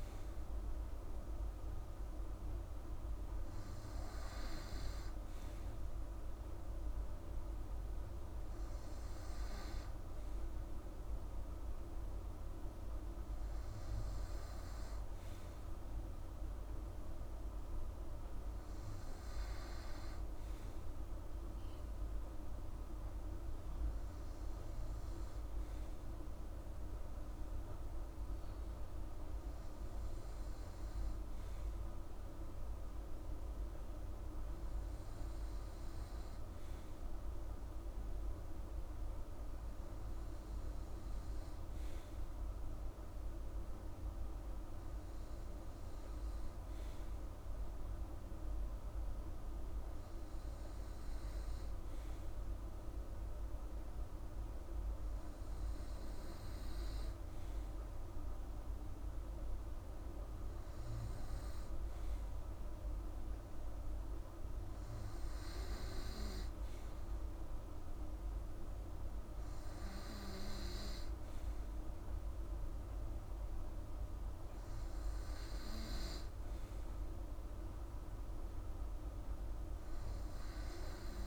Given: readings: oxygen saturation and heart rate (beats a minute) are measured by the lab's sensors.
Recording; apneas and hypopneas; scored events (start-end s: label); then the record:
breathing in sleep, hard to hear, by a room microphone; none
none scored
From the record:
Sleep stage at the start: N2 (light sleep); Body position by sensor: on the right side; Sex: female